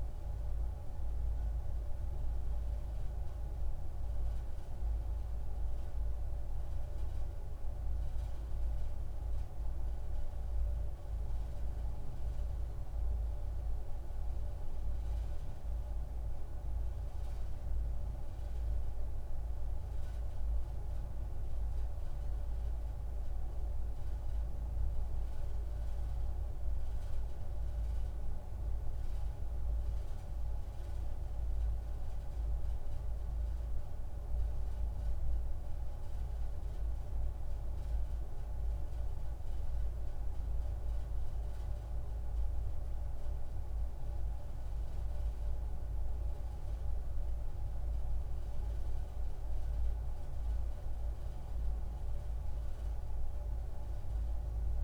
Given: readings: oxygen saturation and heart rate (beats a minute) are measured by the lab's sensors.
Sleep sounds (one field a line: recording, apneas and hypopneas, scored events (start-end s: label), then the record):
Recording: a person partly awake in a sleep study, hard to hear, by a room microphone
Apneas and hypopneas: none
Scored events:
27.00-54.84 s: new sleep stage, N1 (lightest sleep)
From the record:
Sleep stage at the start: awake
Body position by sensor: on the back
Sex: male